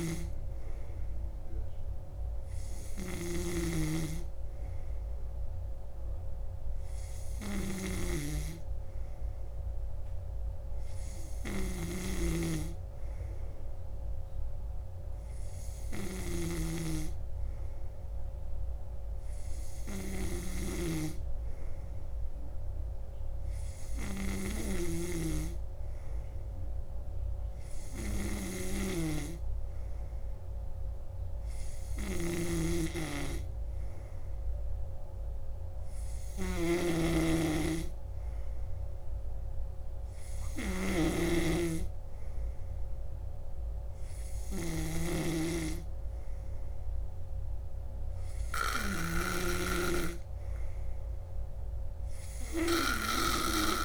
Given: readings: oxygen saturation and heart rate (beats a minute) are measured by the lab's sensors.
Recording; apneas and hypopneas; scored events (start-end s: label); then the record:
breathing in sleep by a room microphone; none
none scored
From the record:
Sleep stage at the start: N2 (light sleep); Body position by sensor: on the back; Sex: male